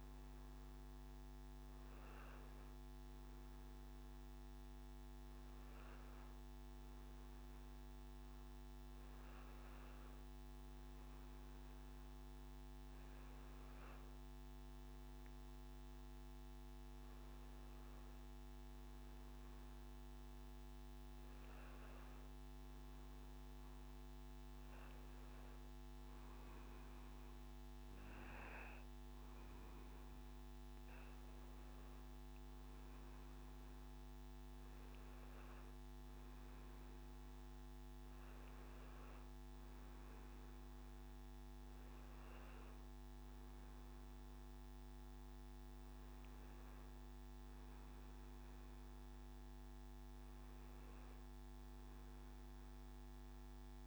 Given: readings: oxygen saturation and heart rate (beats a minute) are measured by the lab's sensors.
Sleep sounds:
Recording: breathing in sleep, hard to hear, by a microphone on the trachea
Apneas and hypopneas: none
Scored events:
none scored
From the record:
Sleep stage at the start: N1 (lightest sleep)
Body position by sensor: on the back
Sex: male

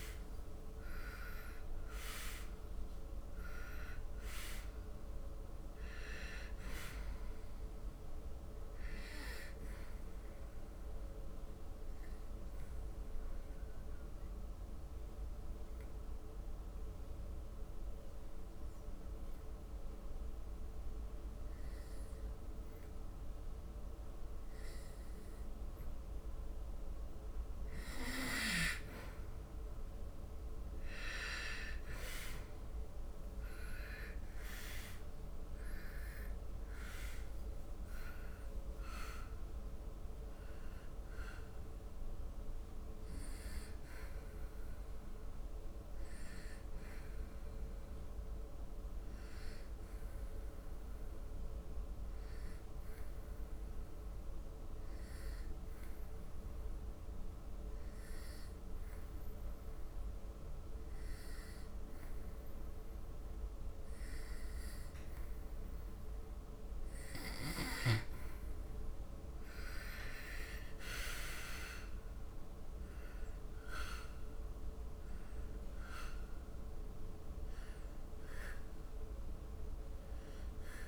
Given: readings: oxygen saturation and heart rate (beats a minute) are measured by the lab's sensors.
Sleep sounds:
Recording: breathing in sleep by a room microphone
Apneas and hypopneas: 2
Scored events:
0.00-19.00 s: oxygen desaturation (device-marked, oxygen 87% lowest, heart rate 69 extreme)
9.50-29.00 s: obstructive apnea (oxygen 98% before, 87% lowest, heart rate 77 before, 69 extreme, up 11 after)
31.00-54.00 s: oxygen desaturation (device-marked, oxygen 98% before, 88% lowest, heart rate 70 before, 69 extreme)
32.00-36.00 s: arousal
46.50-66.00 s: obstructive apnea (oxygen 98% before, 84% lowest, heart rate 77 before, 69 extreme, up 10 after)
68.00-71.50 s: arousal
69.00-80.88 s: oxygen desaturation (device-marked, oxygen 97% before, 88% lowest, heart rate 74 before, 68 extreme)
From the record:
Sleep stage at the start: N2 (light sleep)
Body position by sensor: on the back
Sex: male

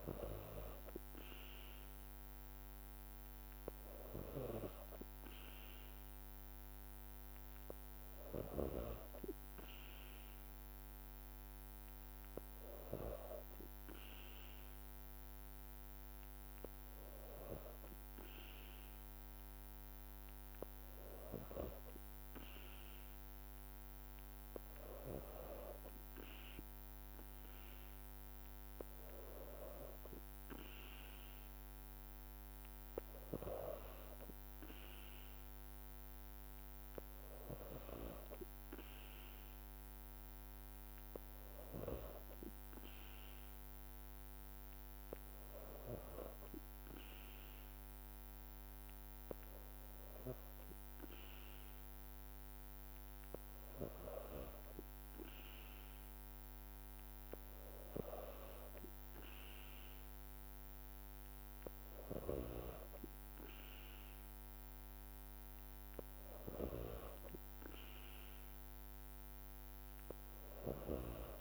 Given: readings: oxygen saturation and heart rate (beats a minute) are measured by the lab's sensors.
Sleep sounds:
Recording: breathing in sleep by a microphone on the trachea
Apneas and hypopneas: none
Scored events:
none scored
From the record:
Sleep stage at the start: N2 (light sleep)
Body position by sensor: on the back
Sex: female

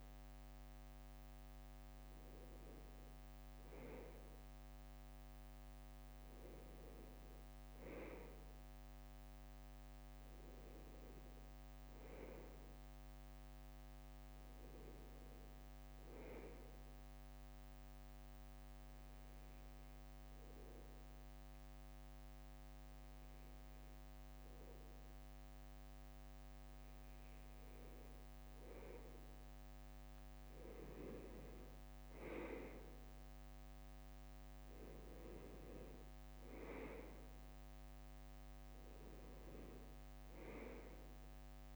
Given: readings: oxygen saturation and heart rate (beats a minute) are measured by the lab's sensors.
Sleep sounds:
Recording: breathing in sleep by a microphone on the trachea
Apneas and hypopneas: 1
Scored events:
1.00-4.50 s: leg movement (device-marked)
17.00-18.50 s: leg movement (device-marked)
17.50-28.50 s: hypopnea (oxygen 98% before, 96% lowest, heart rate 64 before, 62 extreme, up 2 after)
30.00-33.50 s: arousal
From the record:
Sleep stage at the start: N1 (lightest sleep)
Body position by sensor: on the left side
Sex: male

